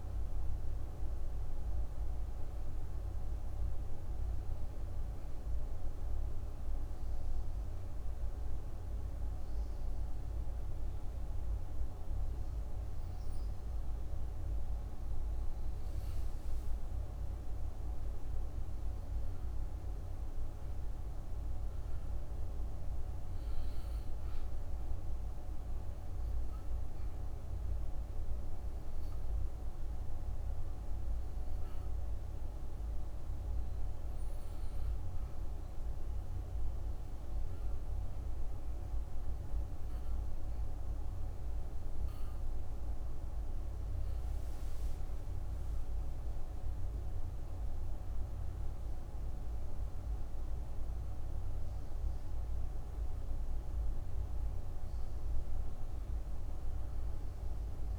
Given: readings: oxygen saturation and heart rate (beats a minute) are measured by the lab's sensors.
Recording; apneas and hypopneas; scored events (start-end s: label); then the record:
breathing in sleep, hard to hear, by a room microphone; 2
3.50-16.00 s: hypopnea (oxygen 97% before, 91% lowest, heart rate 68 before, 62 extreme, up 6 after)
17.50-21.00 s: arousal
20.50-40.50 s: oxygen desaturation (device-marked, oxygen 96% before, 92% lowest, heart rate 67 before, 61 extreme)
24.50-44.00 s: hypopnea (oxygen 96% before, 90% lowest, heart rate 67 before, 58 extreme, up 9 after)
46.00-49.50 s: arousal
46.50-57.99 s: oxygen desaturation (device-marked, oxygen 95% before, 91% lowest, heart rate 65 before, 58 extreme)
From the record:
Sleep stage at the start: N2 (light sleep); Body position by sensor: on the back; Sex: female